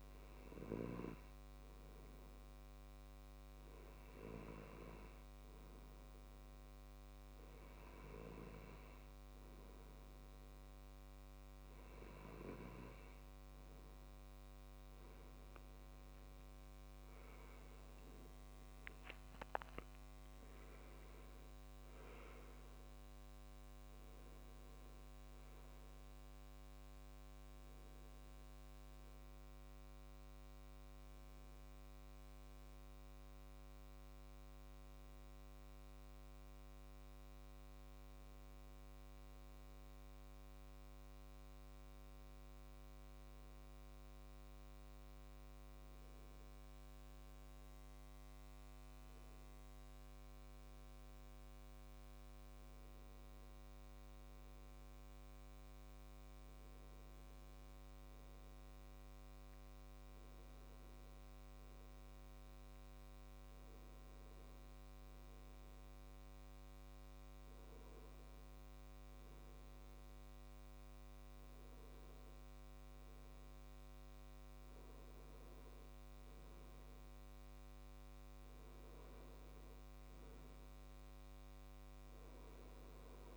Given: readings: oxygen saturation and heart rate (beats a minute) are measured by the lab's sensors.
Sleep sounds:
breathing in sleep, hard to hear, by a microphone on the trachea; none
none scored
From the record:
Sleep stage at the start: N2 (light sleep); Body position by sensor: on the left side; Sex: male

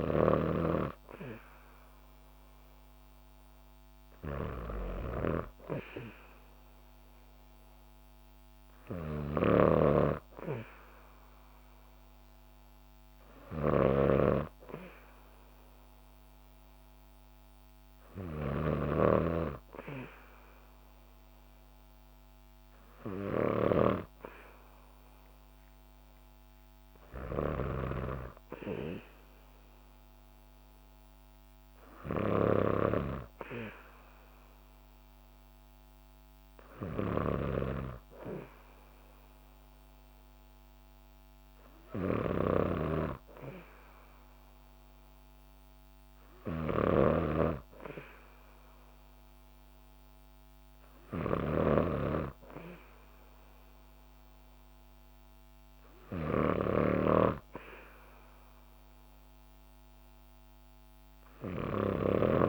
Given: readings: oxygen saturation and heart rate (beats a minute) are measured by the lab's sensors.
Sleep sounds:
breathing in sleep by a microphone on the trachea; none
9.00-18.50 s: snoring (device-marked)
27.00-62.49 s: snoring (device-marked)
From the record:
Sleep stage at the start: N2 (light sleep); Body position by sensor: on the back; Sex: female

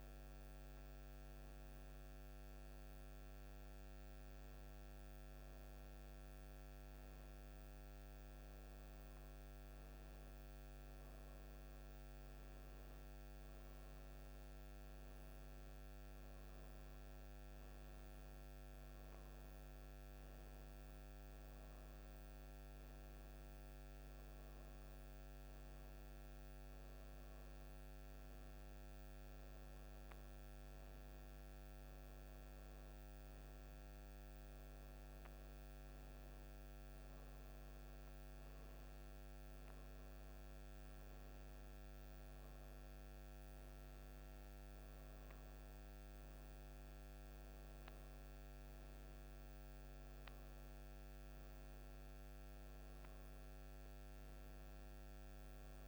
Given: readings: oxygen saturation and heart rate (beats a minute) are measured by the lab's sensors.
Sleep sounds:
a person partly awake in a sleep study, hard to hear, by a microphone on the trachea; none
9.50-55.87 s: new sleep stage, N1 (lightest sleep)
From the record:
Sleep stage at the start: awake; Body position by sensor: on the right side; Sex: female

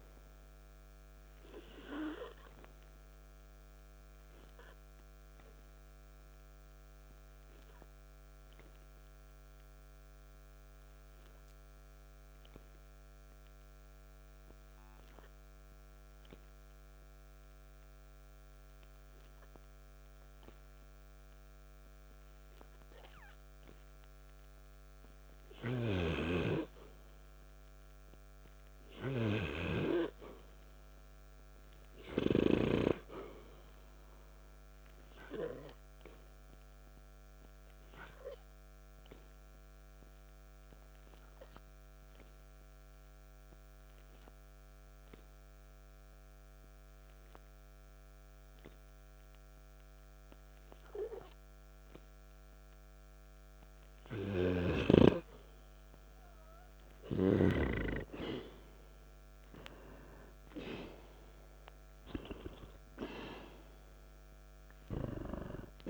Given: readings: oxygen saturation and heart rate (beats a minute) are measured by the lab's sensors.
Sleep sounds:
breathing in sleep by a microphone on the trachea; 1
0.00-30.50 s: oxygen desaturation (device-marked, oxygen 87% lowest, heart rate 52 extreme)
0.50-46.00 s: obstructive apnea (oxygen 96% before, 87% lowest, heart rate 55 before, 52 extreme, up 2 after)
42.50-64.50 s: oxygen desaturation (device-marked, oxygen 97% before, 87% lowest, heart rate 55 before, 52 extreme)
48.00-51.00 s: arousal
From the record:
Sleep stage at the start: N2 (light sleep); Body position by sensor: on the back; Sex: male

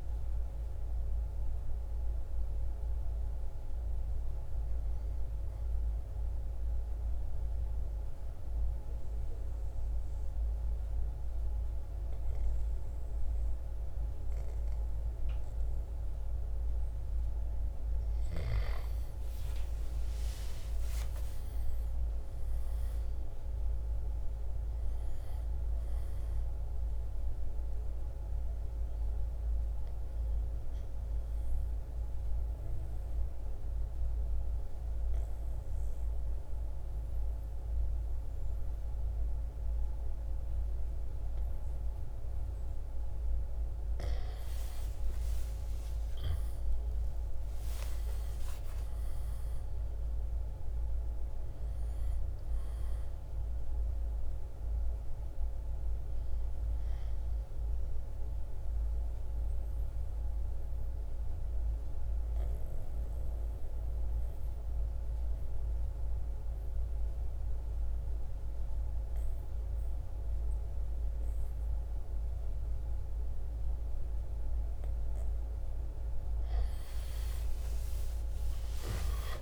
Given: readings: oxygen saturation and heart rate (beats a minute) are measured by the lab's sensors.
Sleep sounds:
breathing in sleep, hard to hear, by a room microphone; 3
0.00-2.50 s: oxygen desaturation (device-marked, oxygen 92% lowest, heart rate 55 extreme)
4.50-13.50 s: oxygen desaturation (device-marked, oxygen 96% before, 88% lowest, heart rate 61 before, 55 extreme)
5.50-17.50 s: obstructive apnea (oxygen 97% before, 88% lowest, heart rate 61 before, 55 extreme, up 9 after)
19.00-23.50 s: arousal
27.00-42.00 s: obstructive apnea (oxygen 98% before, 89% lowest, heart rate 58 before, 53 extreme, up 7 after)
29.50-42.50 s: oxygen desaturation (device-marked, oxygen 97% before, 92% lowest, heart rate 59 before, 53 extreme)
44.00-48.50 s: arousal
44.50-56.50 s: drop in pulse transit time (device-marked, heart rate 58 before, 58 extreme)
54.00-74.50 s: obstructive apnea (oxygen 97% before, 89% lowest, heart rate 58 before, 52 extreme, up 9 after)
56.50-68.50 s: oxygen desaturation (device-marked, oxygen 97% before, 92% lowest, heart rate 58 before, 53 extreme)
77.00-79.42 s: arousal
From the record:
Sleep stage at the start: N2 (light sleep); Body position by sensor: on the right side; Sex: male

